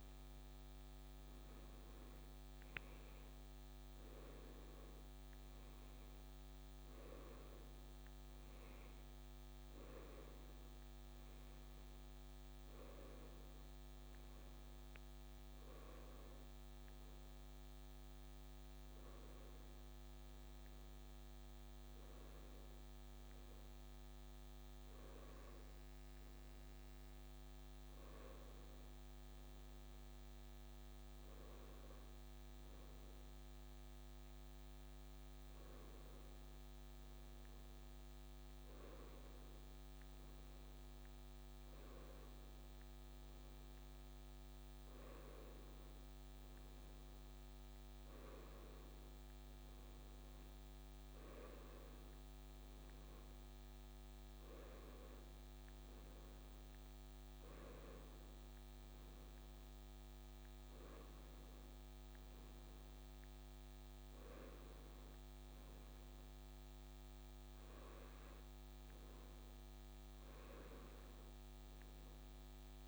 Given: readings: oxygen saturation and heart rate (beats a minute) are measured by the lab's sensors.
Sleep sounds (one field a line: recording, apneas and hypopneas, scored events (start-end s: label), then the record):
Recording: a person awake in a sleep study, hard to hear, by a microphone on the trachea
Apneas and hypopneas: none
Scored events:
none scored
From the record:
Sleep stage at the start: awake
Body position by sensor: on the right side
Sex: male